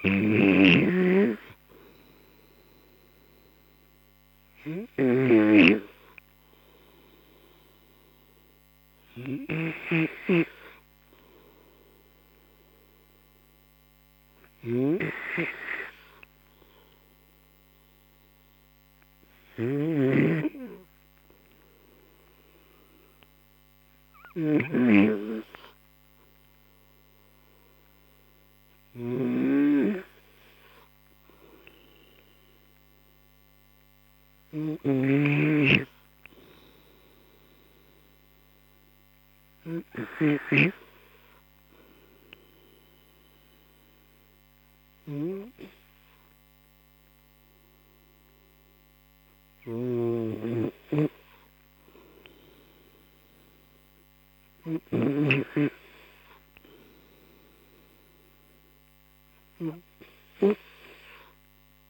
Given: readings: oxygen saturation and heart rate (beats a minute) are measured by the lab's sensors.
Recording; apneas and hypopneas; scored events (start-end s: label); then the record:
breathing in sleep by a microphone on the trachea; none
9.50-20.00 s: snoring (device-marked)
34.50-40.50 s: snoring (device-marked)
From the record:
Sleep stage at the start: N2 (light sleep); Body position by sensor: on the right side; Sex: male